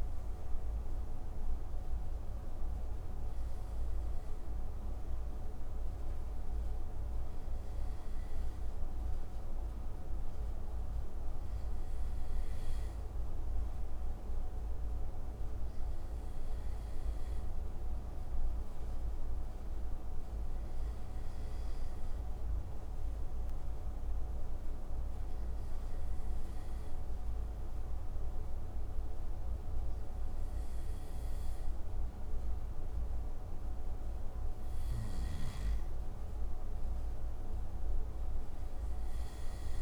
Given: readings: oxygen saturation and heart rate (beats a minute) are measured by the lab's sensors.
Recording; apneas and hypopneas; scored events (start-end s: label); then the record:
breathing in sleep, hard to hear, by a room microphone; none
none scored
From the record:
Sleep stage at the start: N2 (light sleep); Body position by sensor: on the right side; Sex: male